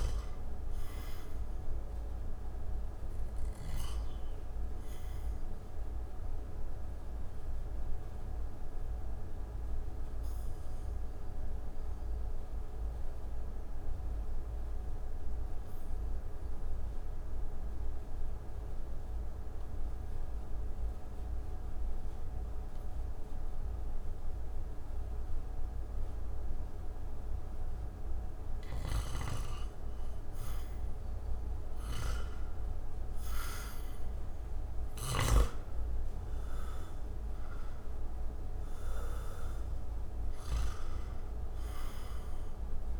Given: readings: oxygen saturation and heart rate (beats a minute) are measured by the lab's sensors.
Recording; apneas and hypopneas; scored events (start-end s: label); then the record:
breathing in sleep, hard to hear, by a room microphone; 1
3.50-21.50 s: oxygen desaturation (device-marked, oxygen 95% before, 89% lowest)
7.00-26.50 s: obstructive apnea (oxygen 95% before, 80% lowest)
34.50-39.00 s: arousal
37.50-43.00 s: oxygen desaturation (device-marked, oxygen 95% before, 80% lowest)
From the record:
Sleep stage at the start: REM sleep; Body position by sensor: on the back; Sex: male